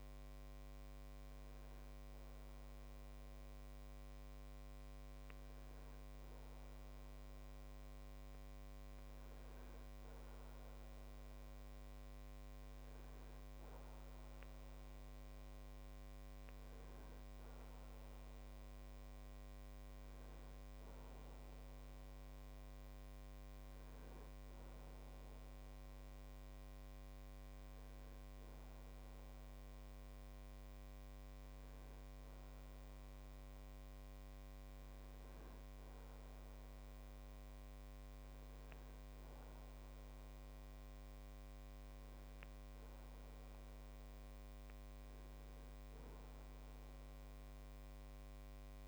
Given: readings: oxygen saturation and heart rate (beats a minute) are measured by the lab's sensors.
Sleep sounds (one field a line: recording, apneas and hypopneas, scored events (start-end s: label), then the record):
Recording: breathing in sleep, hard to hear, by a microphone on the trachea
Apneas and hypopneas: none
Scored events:
10.00-13.50 s: arousal
From the record:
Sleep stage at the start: N2 (light sleep)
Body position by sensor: on the back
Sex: male